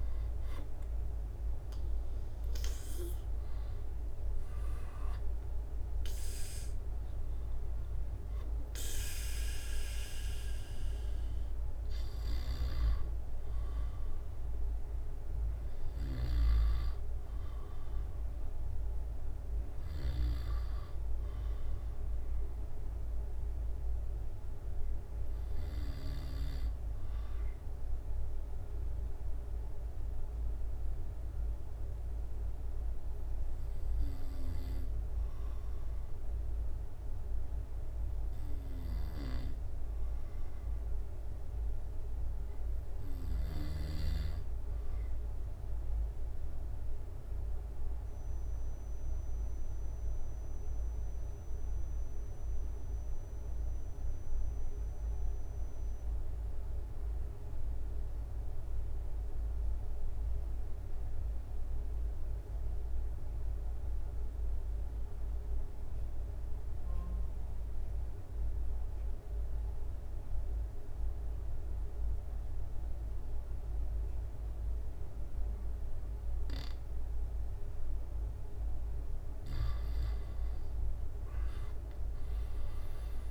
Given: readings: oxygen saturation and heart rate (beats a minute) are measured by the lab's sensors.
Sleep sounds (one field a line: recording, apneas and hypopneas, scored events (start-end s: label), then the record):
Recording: breathing in sleep by a room microphone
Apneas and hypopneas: 1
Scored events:
0.00-4.50 s: oxygen desaturation (device-marked, oxygen 92% lowest, heart rate 65 extreme)
0.00-9.50 s: drop in pulse transit time (device-marked, heart rate 65 extreme)
27.00-79.00 s: obstructive apnea (oxygen 98% before, 88% lowest, heart rate 72 before, 66 extreme, up 11 after)
44.50-83.31 s: oxygen desaturation (device-marked, oxygen 97% before, 88% lowest, heart rate 69 before, 66 extreme)
From the record:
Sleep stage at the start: N2 (light sleep)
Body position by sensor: on the back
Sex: male